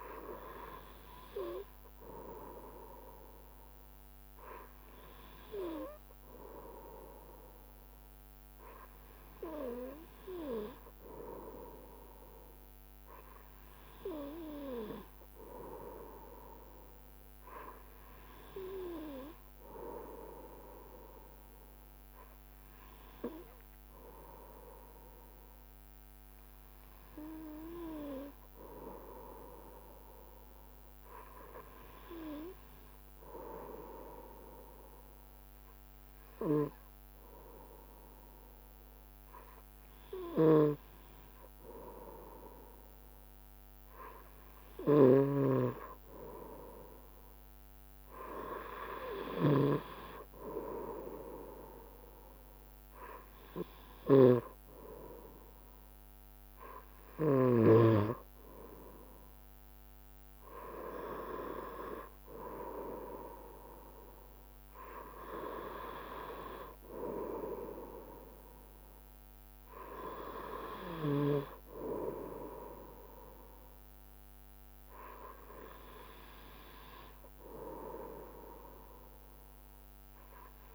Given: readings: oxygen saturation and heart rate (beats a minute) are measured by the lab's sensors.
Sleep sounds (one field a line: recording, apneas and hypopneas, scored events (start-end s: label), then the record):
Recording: breathing in sleep by a microphone on the trachea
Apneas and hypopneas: none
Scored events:
18.00-22.50 s: arousal
30.00-32.00 s: long interval between heartbeats (device-marked, heart rate 70 before, 76 extreme)
43.50-67.50 s: drop in pulse transit time (device-marked, heart rate 70 before, 71 extreme)
45.00-58.00 s: snoring (device-marked)
From the record:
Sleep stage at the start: N2 (light sleep)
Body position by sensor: on the right side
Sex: male